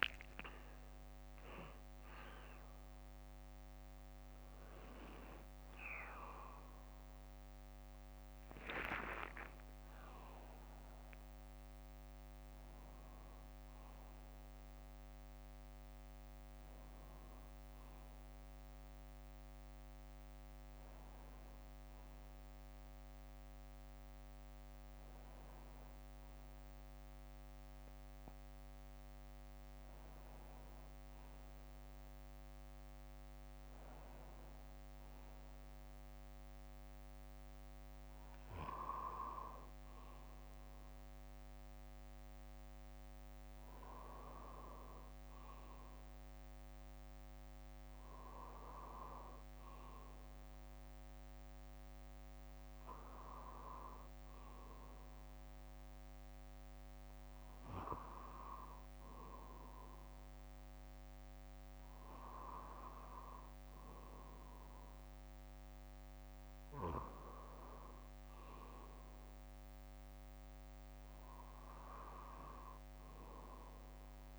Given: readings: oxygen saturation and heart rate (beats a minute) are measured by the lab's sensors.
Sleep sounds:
breathing in sleep by a microphone on the trachea; none
5.00-9.00 s: arousal
16.50-27.50 s: bradycardia (device-marked, heart rate 60 before, 59 extreme)
71.50-73.50 s: bradycardia (device-marked, heart rate 60 before, 62 extreme)
From the record:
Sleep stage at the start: N2 (light sleep); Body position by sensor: on the back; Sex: male

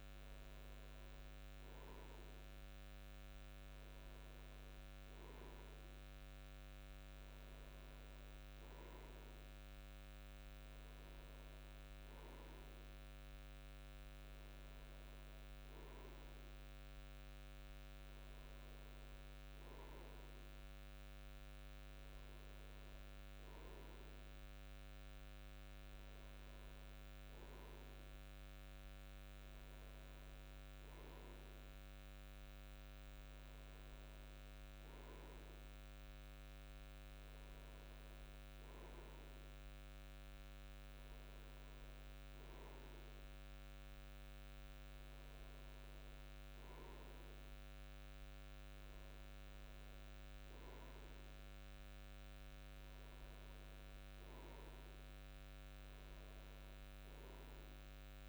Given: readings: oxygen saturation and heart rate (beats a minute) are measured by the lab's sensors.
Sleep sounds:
breathing in sleep, hard to hear, by a microphone on the trachea; none
none scored
From the record:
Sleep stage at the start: N2 (light sleep); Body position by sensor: on the front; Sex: male

